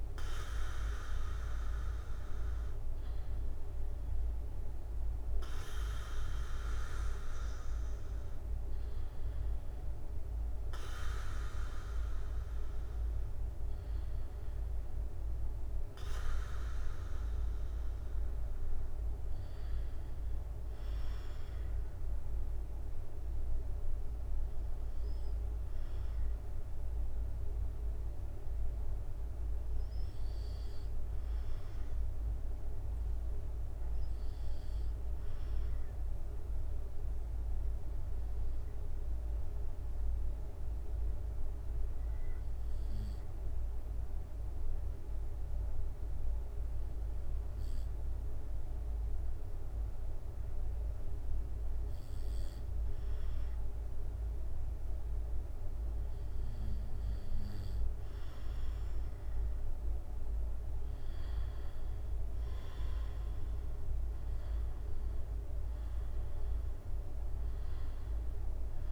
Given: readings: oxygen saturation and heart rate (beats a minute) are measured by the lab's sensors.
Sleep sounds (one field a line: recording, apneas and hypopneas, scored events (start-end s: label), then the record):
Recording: breathing in sleep, hard to hear, by a room microphone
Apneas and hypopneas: 1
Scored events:
0.00-3.00 s: oxygen desaturation (device-marked, oxygen 88% lowest, heart rate 64 extreme)
22.00-60.00 s: obstructive apnea (oxygen 97% before, 93% lowest, heart rate 71 before, 67 extreme, up 8 after)
48.00-68.91 s: oxygen desaturation (device-marked, oxygen 96% before, 93% lowest, heart rate 69 before, 69 extreme)
67.00-68.91 s: arousal
From the record:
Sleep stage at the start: N2 (light sleep)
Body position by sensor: on the back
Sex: male